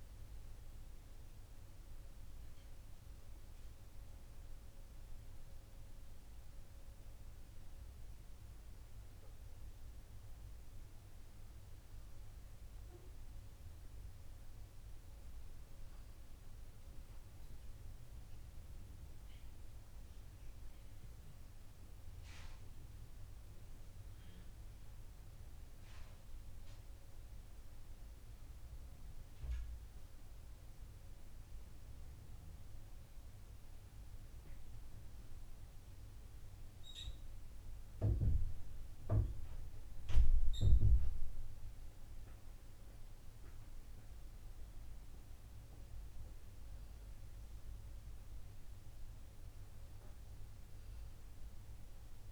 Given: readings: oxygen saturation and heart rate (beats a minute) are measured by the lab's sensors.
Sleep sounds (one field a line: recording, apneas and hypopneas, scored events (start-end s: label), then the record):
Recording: breathing in sleep, hard to hear, by a room microphone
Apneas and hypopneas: none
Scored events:
none scored
From the record:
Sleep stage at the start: N2 (light sleep)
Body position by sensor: on the right side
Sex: male